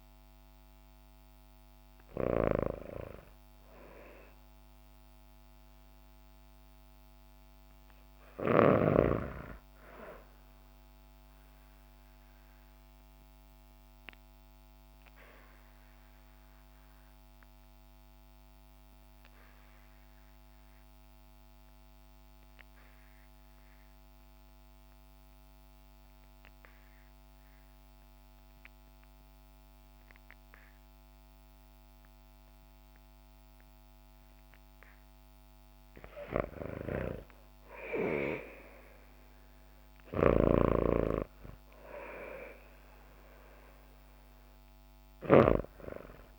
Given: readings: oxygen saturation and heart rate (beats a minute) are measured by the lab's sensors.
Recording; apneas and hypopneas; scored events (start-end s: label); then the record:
breathing in sleep by a microphone on the trachea; 1
0.00-16.00 s: oxygen desaturation (device-marked, oxygen 76% lowest, heart rate 49 extreme)
10.50-34.50 s: obstructive apnea (oxygen 90% before, 76% lowest, heart rate 70 before, 55 extreme, up 3 after)
28.00-46.39 s: oxygen desaturation (device-marked, oxygen 98% before, 80% lowest, heart rate 64 before, 55 extreme)
37.00-40.50 s: arousal
40.00-46.39 s: snoring (device-marked)
From the record:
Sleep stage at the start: REM sleep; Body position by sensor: on the back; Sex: female